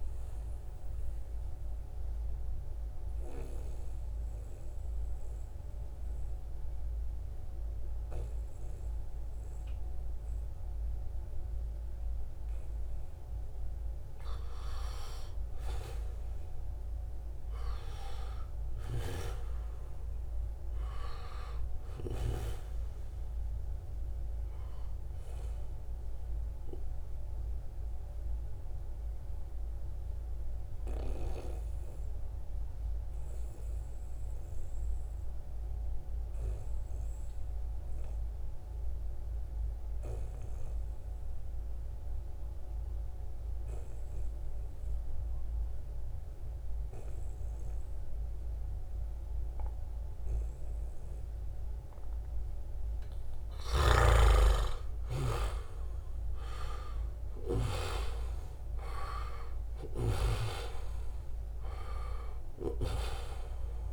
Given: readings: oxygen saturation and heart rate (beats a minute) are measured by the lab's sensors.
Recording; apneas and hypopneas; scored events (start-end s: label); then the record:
breathing in sleep by a room microphone; 2
0.50-13.00 s: obstructive apnea (oxygen 95% before, 86% lowest, heart rate 79 before, 70 extreme, up 1 after)
15.00-19.00 s: arousal
22.00-32.00 s: oxygen desaturation (device-marked, oxygen 94% before, 91% lowest, heart rate 71 before, 68 extreme)
26.50-51.50 s: obstructive apnea (oxygen 95% before, 86% lowest, heart rate 71 before, 68 extreme, up 6 after)
48.00-63.93 s: oxygen desaturation (device-marked, oxygen 95% before, 86% lowest, heart rate 71 before, 63 extreme)
53.00-57.50 s: arousal
59.00-63.93 s: snoring (device-marked)
From the record:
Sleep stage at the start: N2 (light sleep); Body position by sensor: on the back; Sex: male